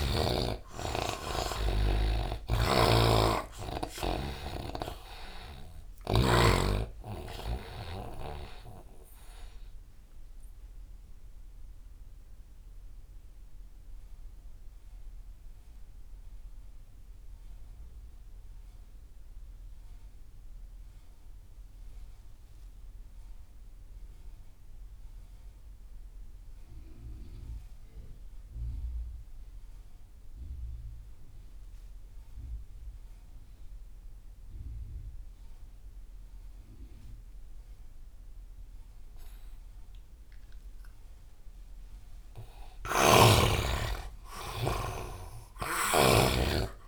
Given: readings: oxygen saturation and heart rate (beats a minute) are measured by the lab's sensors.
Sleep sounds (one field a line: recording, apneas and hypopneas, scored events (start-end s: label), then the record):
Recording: breathing in sleep by a room microphone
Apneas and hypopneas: 1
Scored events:
0.00-26.00 s: oxygen desaturation (device-marked, oxygen 75% lowest)
4.50-8.50 s: snoring (device-marked)
10.00-41.00 s: mixed apnea (oxygen 97% before, 75% lowest)
39.00-46.88 s: oxygen desaturation (device-marked, oxygen 99% before, 79% lowest)
42.00-46.00 s: arousal
43.00-46.50 s: snoring (device-marked)
From the record:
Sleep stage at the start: N2 (light sleep)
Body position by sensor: on the right side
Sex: male